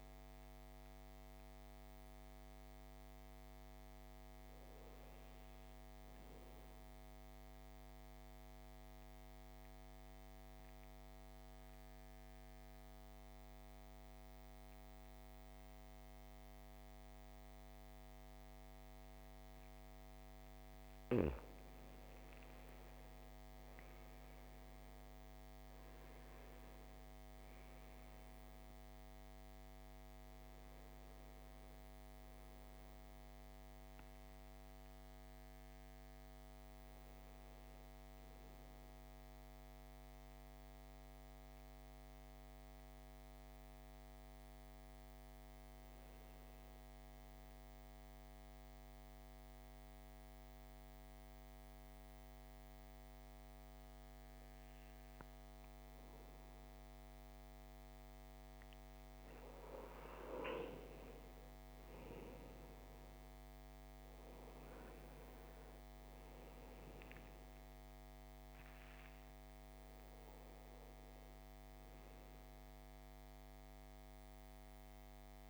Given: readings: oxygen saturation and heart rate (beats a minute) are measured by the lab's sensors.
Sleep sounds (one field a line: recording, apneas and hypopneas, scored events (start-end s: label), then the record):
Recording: breathing in sleep, hard to hear, by a microphone on the trachea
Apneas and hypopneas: 2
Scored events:
0.00-13.50 s: oxygen desaturation (device-marked, oxygen 90% lowest, heart rate 58 extreme)
6.50-21.00 s: central apnea (oxygen 98% before, 90% lowest, heart rate 59 before, 54 extreme, up 7 after)
23.00-27.00 s: arousal
29.50-49.50 s: oxygen desaturation (device-marked, oxygen 97% before, 91% lowest, heart rate 62 before, 54 extreme)
33.00-58.50 s: obstructive apnea (oxygen 98% before, 88% lowest, heart rate 62 before, 54 extreme, up 7 after)
58.50-75.50 s: oxygen desaturation (device-marked, oxygen 99% before, 91% lowest, heart rate 57 before, 54 extreme)
61.00-66.00 s: arousal
From the record:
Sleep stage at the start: N2 (light sleep)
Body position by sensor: on the back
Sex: male